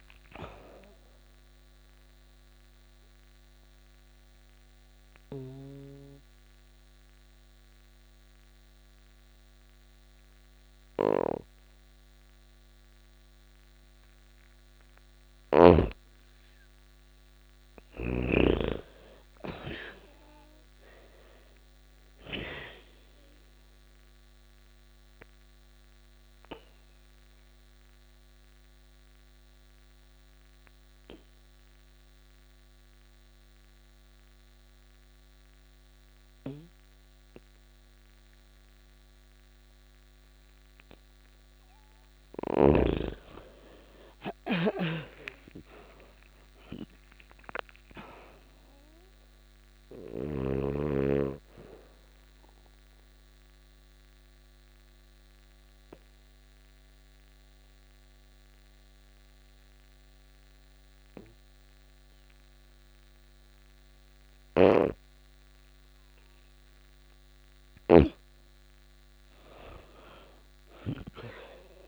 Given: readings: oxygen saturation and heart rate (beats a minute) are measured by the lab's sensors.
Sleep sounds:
breathing in sleep by a microphone on the trachea; 3
0.00-14.00 s: oxygen desaturation (device-marked, oxygen 86% lowest)
1.00-13.50 s: mixed apnea (oxygen 97% before, 86% lowest)
15.50-19.00 s: arousal
23.00-40.50 s: obstructive apnea (oxygen 99% before, 86% lowest)
26.00-37.00 s: oxygen desaturation (device-marked, oxygen 99% before, 87% lowest)
42.50-47.50 s: arousal
44.00-50.00 s: snoring (device-marked)
51.50-67.00 s: obstructive apnea (oxygen 98% before, 85% lowest)
52.00-62.00 s: oxygen desaturation (device-marked, oxygen 97% before, 89% lowest)
63.50-71.88 s: snoring (device-marked)
69.00-71.88 s: arousal
From the record:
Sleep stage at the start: N2 (light sleep); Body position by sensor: on the back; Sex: female

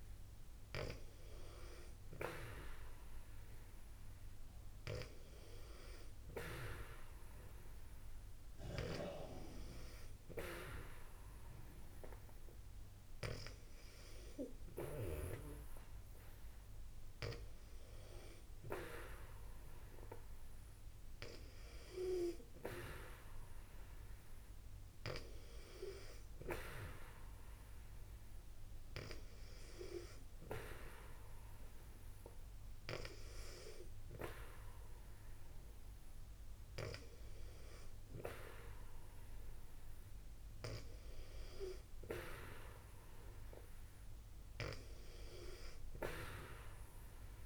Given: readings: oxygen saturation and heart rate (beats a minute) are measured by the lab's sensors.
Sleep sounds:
breathing in sleep by a room microphone; none
46.00-47.46 s: arousal
From the record:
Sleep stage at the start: N2 (light sleep); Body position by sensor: on the back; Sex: female

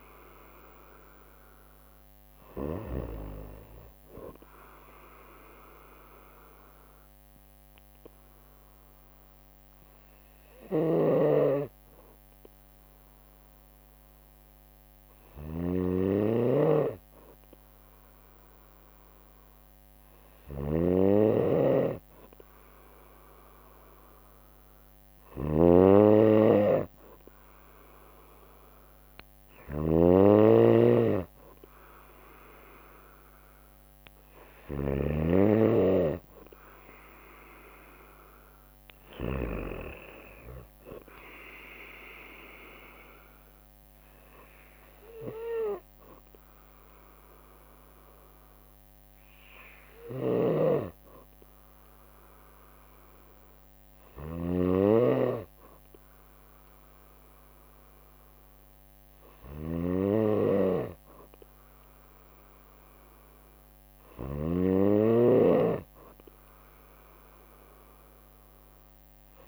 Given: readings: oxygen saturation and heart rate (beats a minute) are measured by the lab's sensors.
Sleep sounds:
breathing in sleep by a microphone on the trachea; none
0.00-2.50 s: snoring (device-marked)
10.00-39.00 s: snoring (device-marked)
15.50-17.50 s: bradycardia (device-marked, heart rate 61 before, 60 extreme)
49.50-69.48 s: snoring (device-marked)
From the record:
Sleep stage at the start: N3 (deep sleep); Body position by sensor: on the right side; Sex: female

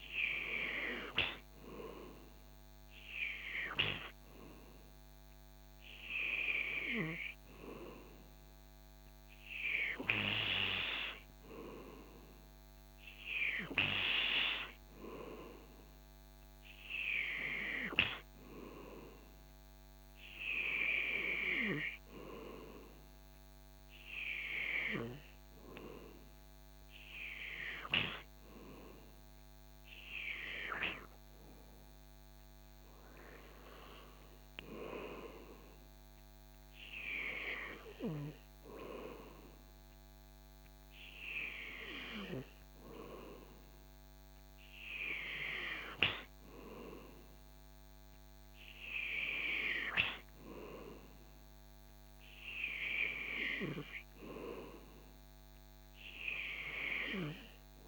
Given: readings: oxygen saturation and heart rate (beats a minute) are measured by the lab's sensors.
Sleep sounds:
breathing in sleep by a microphone on the trachea; none
none scored
From the record:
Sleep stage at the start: N2 (light sleep); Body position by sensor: on the back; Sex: male

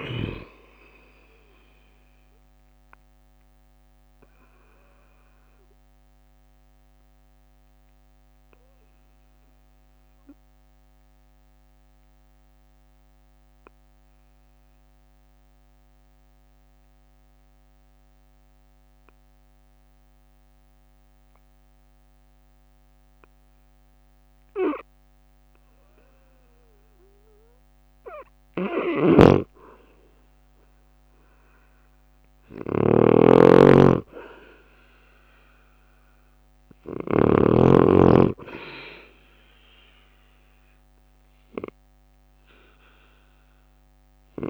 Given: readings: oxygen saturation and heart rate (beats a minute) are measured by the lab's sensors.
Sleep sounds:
breathing in sleep by a microphone on the trachea; 1
0.00-13.50 s: drop in pulse transit time (device-marked, heart rate 52 extreme)
0.00-16.50 s: oxygen desaturation (device-marked, oxygen 94% lowest, heart rate 52 extreme)
3.50-26.00 s: obstructive apnea (oxygen 98% before, 93% lowest, heart rate 56 before, 52 extreme, up 7 after)
25.50-31.50 s: oxygen desaturation (device-marked, oxygen 97% before, 94% lowest, heart rate 54 before, 53 extreme)
28.50-37.00 s: snoring (device-marked)
29.00-33.00 s: arousal
30.50-44.50 s: drop in pulse transit time (device-marked, heart rate 54 before, 54 extreme)
From the record:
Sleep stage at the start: N2 (light sleep); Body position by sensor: on the right side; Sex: male

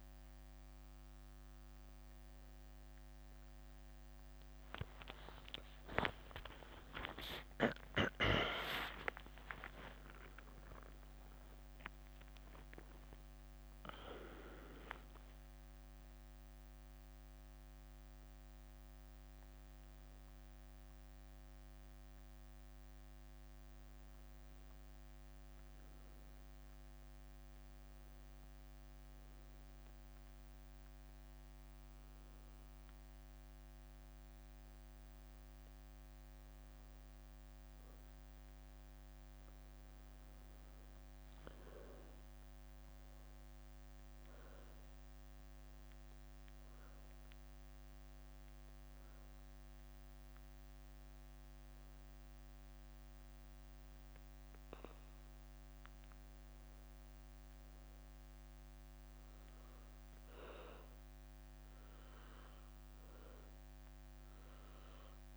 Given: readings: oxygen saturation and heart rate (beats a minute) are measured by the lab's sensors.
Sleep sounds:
a person partly awake in a sleep study, by a microphone on the trachea; 1
0.00-6.00 s: oxygen desaturation (device-marked, oxygen 94% lowest, heart rate 62 extreme)
1.50-3.50 s: leg movement (device-marked)
4.50-7.50 s: leg movement (device-marked)
6.00-8.00 s: long interval between heartbeats (device-marked, heart rate 71 before, 78 extreme)
9.50-14.50 s: leg movement (device-marked)
22.00-23.00 s: leg movement (device-marked)
25.00-29.00 s: leg movement (device-marked)
26.00-65.37 s: new sleep stage, N1 (lightest sleep)
38.00-59.00 s: oxygen desaturation (device-marked, oxygen 99% before, 94% lowest, heart rate 67 before, 64 extreme)
39.00-41.50 s: leg movement (device-marked)
44.00-50.50 s: leg movement (device-marked)
48.50-58.50 s: obstructive apnea (oxygen 99% before, 91% lowest, heart rate 68 before, 64 extreme, up 5 after)
61.00-65.37 s: arousal
61.50-65.00 s: leg movement (device-marked)
From the record:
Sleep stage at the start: awake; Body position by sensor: on the back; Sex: female

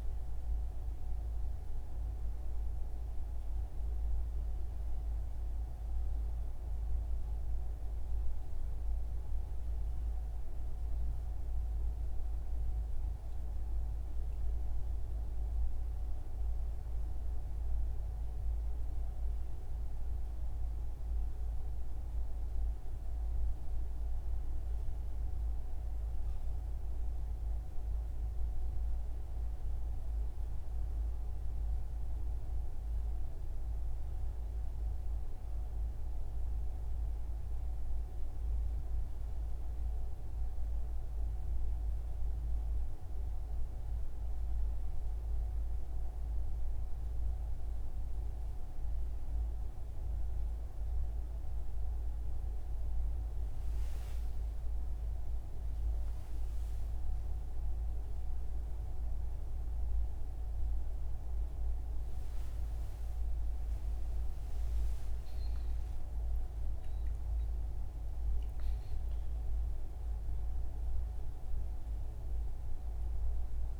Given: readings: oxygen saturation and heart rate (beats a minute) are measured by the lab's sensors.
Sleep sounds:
breathing in sleep, hard to hear, by a room microphone; none
64.00-69.00 s: arousal
From the record:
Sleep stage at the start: N1 (lightest sleep); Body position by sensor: on the front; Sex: male

